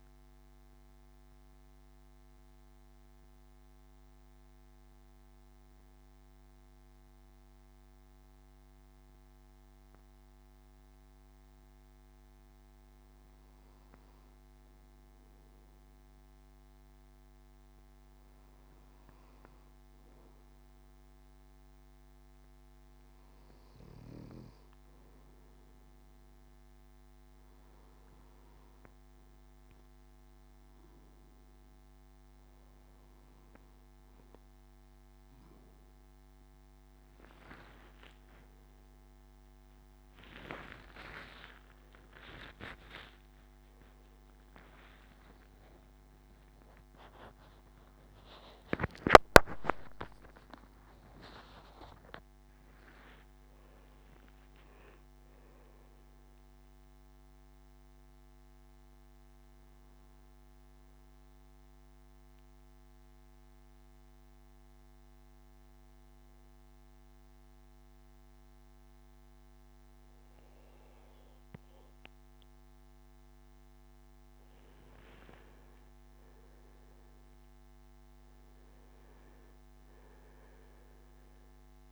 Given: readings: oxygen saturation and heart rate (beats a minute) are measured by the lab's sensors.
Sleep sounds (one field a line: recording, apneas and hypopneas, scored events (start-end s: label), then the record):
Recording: breathing in sleep by a microphone on the trachea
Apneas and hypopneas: 2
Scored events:
3.00-31.00 s: hypopnea (oxygen 98% before, 95% lowest, heart rate 80 before, 73 extreme, up 7 after)
38.50-44.00 s: arousal
47.50-49.50 s: long interval between heartbeats (device-marked, heart rate 81 before, 89 extreme)
57.00-73.00 s: obstructive apnea (oxygen 97% before, 92% lowest, heart rate 86 before, 71 extreme, up 10 after)
75.50-79.50 s: arousal
From the record:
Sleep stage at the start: N1 (lightest sleep)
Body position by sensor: on the back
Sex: male